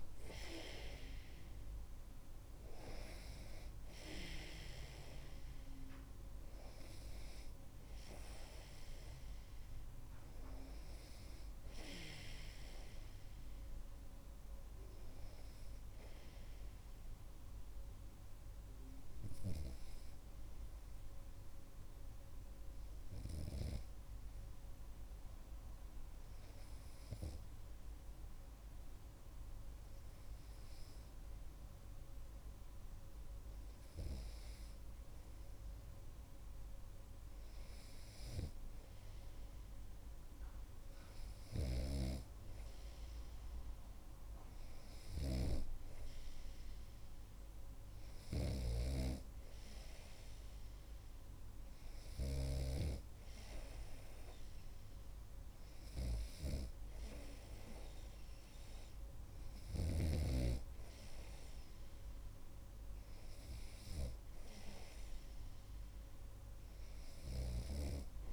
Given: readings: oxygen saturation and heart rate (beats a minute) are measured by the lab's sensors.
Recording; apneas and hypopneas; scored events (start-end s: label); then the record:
breathing in sleep by a room microphone; 1
20.00-34.50 s: hypopnea (oxygen 98% before, 95% lowest)
37.00-41.00 s: arousal
41.50-53.00 s: snoring (device-marked)
From the record:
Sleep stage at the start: N2 (light sleep); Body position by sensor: on the right side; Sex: male